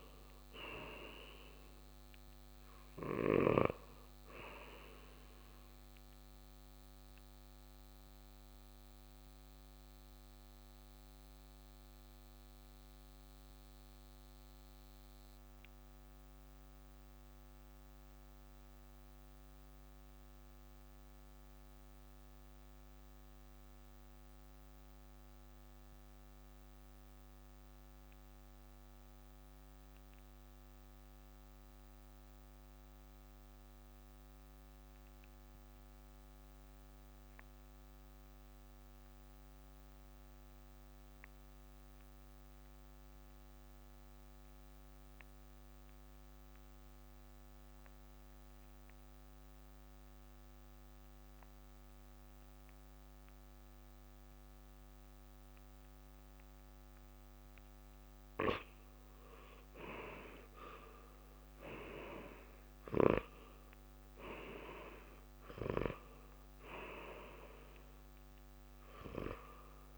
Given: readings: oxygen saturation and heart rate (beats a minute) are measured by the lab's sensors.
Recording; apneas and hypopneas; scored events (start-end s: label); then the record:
breathing in sleep by a microphone on the trachea; 1
0.00-24.50 s: oxygen desaturation (device-marked, oxygen 84% lowest, heart rate 56 extreme)
6.50-58.00 s: mixed apnea (oxygen 96% before, 82% lowest, heart rate 64 before, 55 extreme, up 8 after)
38.50-69.98 s: oxygen desaturation (device-marked, oxygen 99% before, 82% lowest, heart rate 58 before, 55 extreme)
58.50-63.50 s: snoring (device-marked)
59.50-62.50 s: arousal
From the record:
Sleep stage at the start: N2 (light sleep); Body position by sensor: on the right side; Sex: male